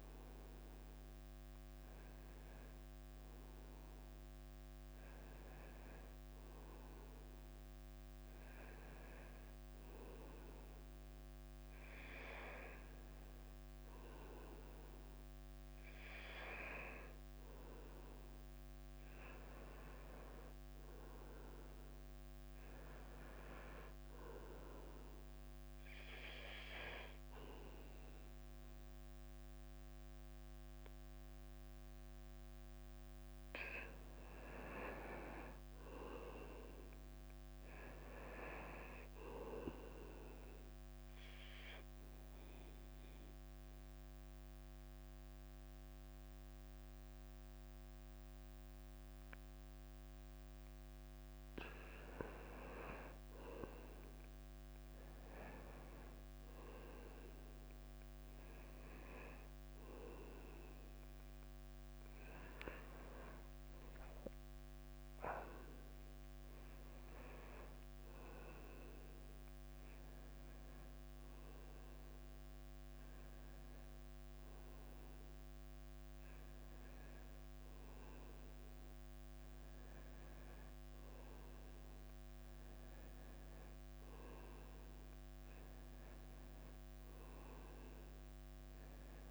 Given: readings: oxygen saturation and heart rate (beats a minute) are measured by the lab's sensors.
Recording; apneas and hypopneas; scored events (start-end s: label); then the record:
breathing in sleep by a microphone on the trachea; 2
2.50-17.00 s: hypopnea (oxygen 95% before, 92% lowest, heart rate 99 before, 95 extreme, up 1 after)
20.50-24.00 s: arousal
41.00-52.50 s: mixed apnea (oxygen 96% before, 92% lowest, heart rate 97 before, 95 extreme, up 1 after)
56.00-67.00 s: drop in pulse transit time (device-marked, heart rate 96 before, 95 extreme)
61.00-65.00 s: arousal
64.00-89.31 s: new sleep stage, N1 (lightest sleep)
68.00-73.00 s: tachycardia (device-marked, heart rate 99 before, 102 extreme)
From the record:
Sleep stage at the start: N2 (light sleep); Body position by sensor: on the right side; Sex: male